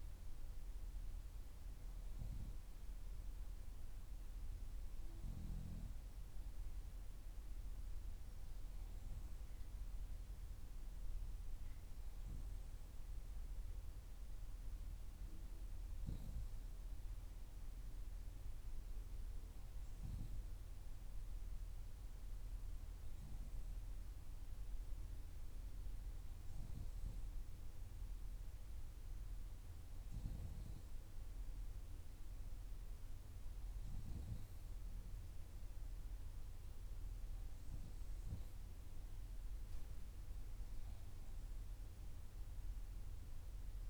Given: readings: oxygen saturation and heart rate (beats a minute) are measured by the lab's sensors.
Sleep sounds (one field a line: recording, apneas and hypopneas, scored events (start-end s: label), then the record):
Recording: breathing in sleep, hard to hear, by a room microphone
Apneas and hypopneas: none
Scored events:
none scored
From the record:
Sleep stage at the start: N2 (light sleep)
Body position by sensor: on the back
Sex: female